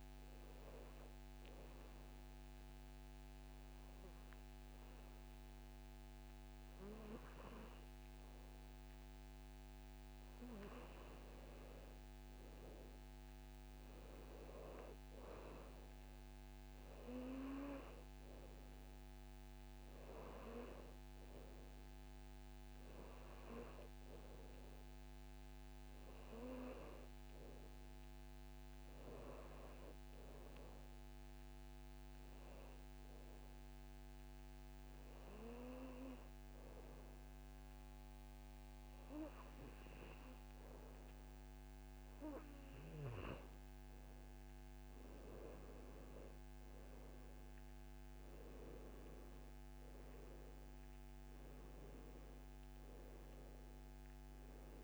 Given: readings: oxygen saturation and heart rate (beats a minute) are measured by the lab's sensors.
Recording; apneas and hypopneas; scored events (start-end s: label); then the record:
breathing in sleep by a microphone on the trachea; 2
0.00-2.50 s: oxygen desaturation (device-marked, oxygen 91% lowest, heart rate 66 extreme)
0.50-11.00 s: obstructive apnea (oxygen 97% before, 90% lowest, heart rate 72 before, 66 extreme, up 2 after)
14.50-18.00 s: arousal
16.50-29.50 s: oxygen desaturation (device-marked, oxygen 96% before, 92% lowest, heart rate 69 before, 66 extreme)
31.50-43.00 s: hypopnea (oxygen 97% before, 87% lowest, heart rate 69 before, 67 extreme, up 9 after)
46.00-49.50 s: arousal
46.50-54.83 s: oxygen desaturation (device-marked, oxygen 94% before, 90% lowest, heart rate 69 before, 63 extreme)
From the record:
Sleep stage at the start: N2 (light sleep); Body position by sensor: on the back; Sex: male